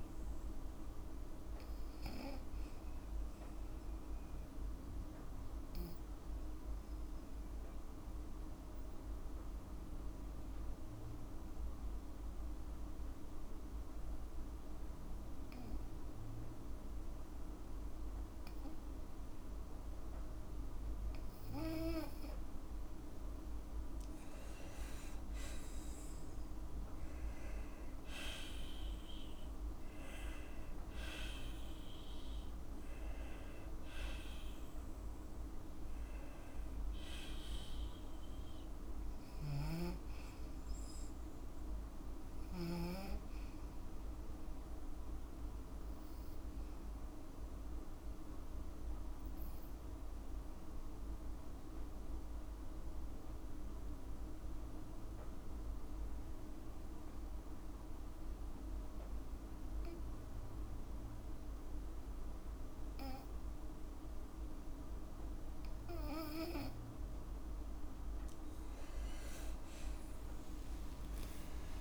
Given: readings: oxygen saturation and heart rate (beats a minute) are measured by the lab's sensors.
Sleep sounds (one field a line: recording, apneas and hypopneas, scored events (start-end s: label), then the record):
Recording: breathing in sleep, hard to hear, by a room microphone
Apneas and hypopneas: 2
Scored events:
6.50-21.00 s: obstructive apnea (oxygen 98% before, 92% lowest, heart rate 55 before, 52 extreme, up 4 after)
11.00-23.00 s: oxygen desaturation (device-marked, oxygen 97% before, 93% lowest, heart rate 54 before, 53 extreme)
24.50-29.00 s: arousal
49.00-66.00 s: obstructive apnea (oxygen 97% before, 92% lowest, heart rate 55 before, 53 extreme, up 5 after)
53.00-65.00 s: oxygen desaturation (device-marked, oxygen 97% before, 92% lowest, heart rate 55 before, 53 extreme)
54.50-56.50 s: long interval between heartbeats (device-marked, heart rate 54 before, 59 extreme)
70.50-71.81 s: arousal
From the record:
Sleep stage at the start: N2 (light sleep)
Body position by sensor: on the back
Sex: female